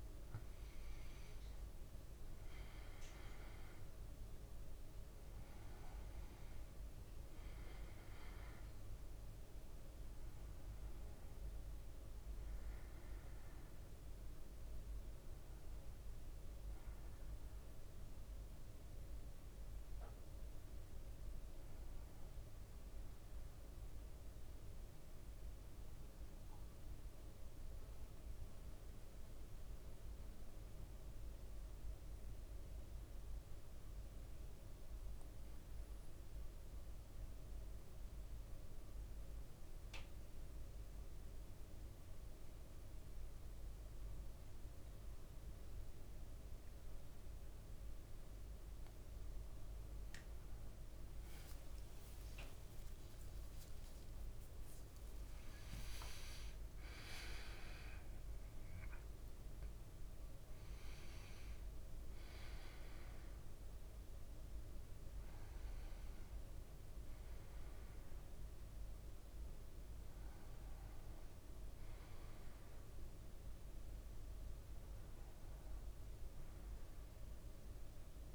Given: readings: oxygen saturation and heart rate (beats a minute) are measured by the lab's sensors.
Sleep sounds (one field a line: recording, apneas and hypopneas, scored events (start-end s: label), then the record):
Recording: breathing in sleep, hard to hear, by a room microphone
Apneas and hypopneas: 1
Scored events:
0.00-26.00 s: oxygen desaturation (device-marked, oxygen 93% lowest, heart rate 56 extreme)
27.00-49.00 s: mixed apnea (oxygen 99% before, 95% lowest, heart rate 57 before, 56 extreme, up 53 after)
51.00-78.34 s: oxygen desaturation (device-marked, oxygen 100% before, 95% lowest, heart rate 56 before, 54 extreme)
52.50-58.00 s: arousal
From the record:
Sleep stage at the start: N2 (light sleep)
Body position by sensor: on the back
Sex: male